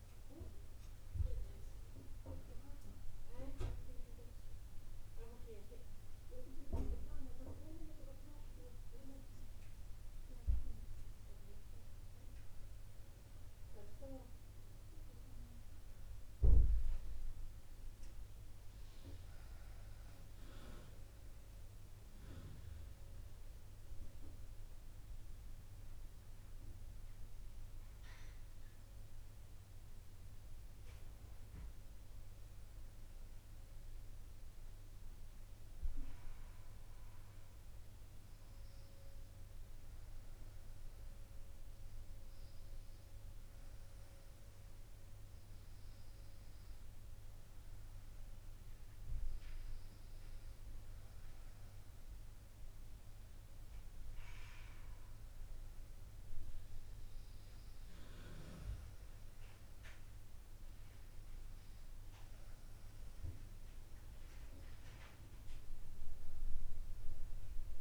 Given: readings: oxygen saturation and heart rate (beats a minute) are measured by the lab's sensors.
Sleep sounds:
breathing in sleep by a room microphone; 1
23.00-27.00 s: arousal
29.50-44.00 s: hypopnea (oxygen 98% before, 95% lowest, heart rate 76 before, 71 extreme, up 2 after)
50.00-67.81 s: oxygen desaturation (device-marked, oxygen 99% before, 95% lowest, heart rate 73 before, 73 extreme)
From the record:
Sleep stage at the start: REM sleep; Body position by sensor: on the right side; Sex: female

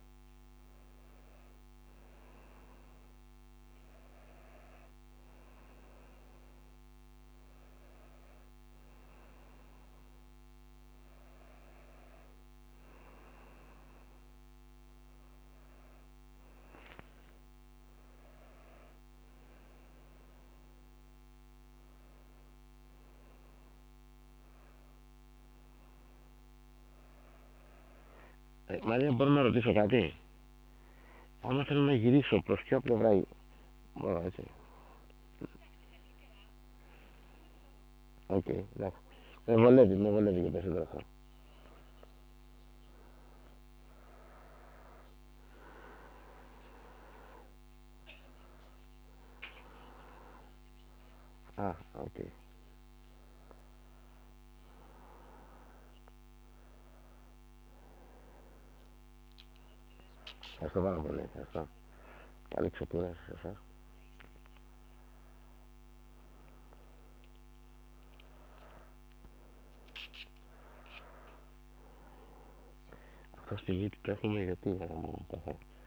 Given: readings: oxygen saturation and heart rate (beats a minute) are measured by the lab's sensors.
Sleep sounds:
a person awake in a sleep study, by a microphone on the trachea; none
28.00-31.50 s: snoring (device-marked)
From the record:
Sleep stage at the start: awake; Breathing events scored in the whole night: 273 in 4.9 hours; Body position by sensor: on the back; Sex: male

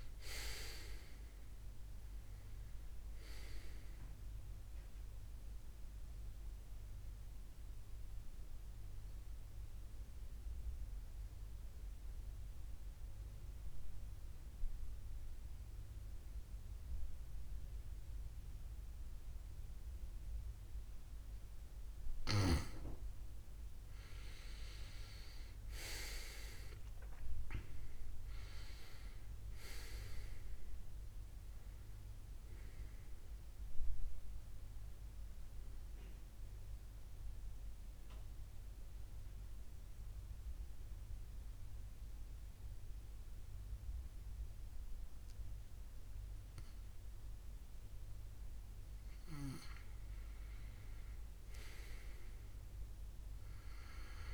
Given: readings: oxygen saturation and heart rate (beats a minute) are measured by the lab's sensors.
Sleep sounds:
breathing in sleep by a room microphone; 2
0.00-2.50 s: arousal
9.00-22.50 s: mixed apnea (oxygen 95% before, 91% lowest, heart rate 77 before, 71 extreme, up 6 after)
17.50-27.50 s: oxygen desaturation (device-marked, oxygen 94% before, 91% lowest, heart rate 76 before, 71 extreme)
27.50-31.50 s: arousal
36.50-48.50 s: mixed apnea (oxygen 97% before, 91% lowest, heart rate 75 before, 68 extreme, up 2 after)
45.50-53.50 s: oxygen desaturation (device-marked, oxygen 95% before, 91% lowest, heart rate 75 before, 67 extreme)
51.00-54.00 s: arousal
From the record:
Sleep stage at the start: N2 (light sleep); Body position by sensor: on the back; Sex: male

